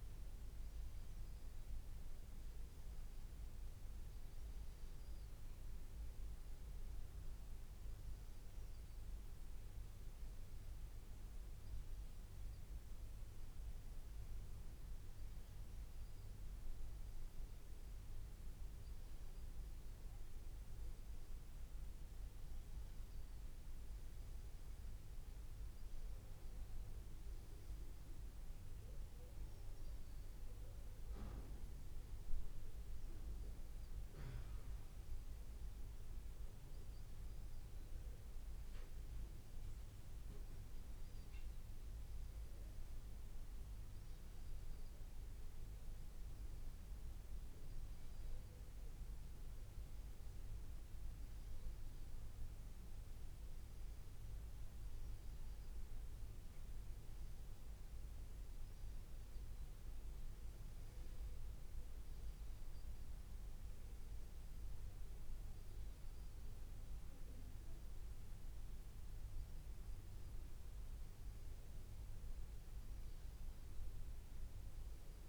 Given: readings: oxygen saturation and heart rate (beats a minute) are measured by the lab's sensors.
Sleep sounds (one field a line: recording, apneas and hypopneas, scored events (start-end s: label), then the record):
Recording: breathing in sleep, hard to hear, by a room microphone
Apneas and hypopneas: none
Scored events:
64.00-66.00 s: long interval between heartbeats (device-marked, heart rate 83 before, 90 extreme)
From the record:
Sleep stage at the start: N1 (lightest sleep)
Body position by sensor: on the back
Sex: male